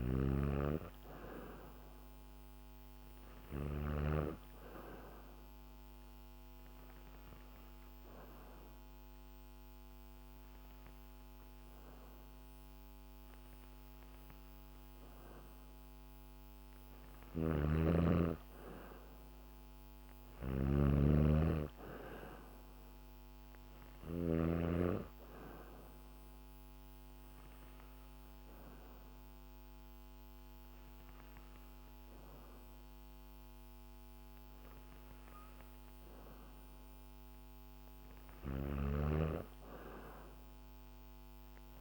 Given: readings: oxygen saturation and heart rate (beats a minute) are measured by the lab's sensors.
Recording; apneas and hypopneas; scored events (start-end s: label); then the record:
breathing in sleep by a microphone on the trachea; 2
0.00-3.50 s: snoring (device-marked)
5.50-16.50 s: hypopnea (oxygen 94% before, 92% lowest, heart rate 70 before, 67 extreme, up 3 after)
16.50-24.00 s: snoring (device-marked)
19.00-23.50 s: arousal
26.00-36.50 s: hypopnea (oxygen 95% before, 92% lowest, heart rate 72 before, 67 extreme, up 4 after)
38.00-41.81 s: arousal
38.00-41.81 s: snoring (device-marked)
From the record:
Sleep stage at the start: N2 (light sleep); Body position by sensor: on the back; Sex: female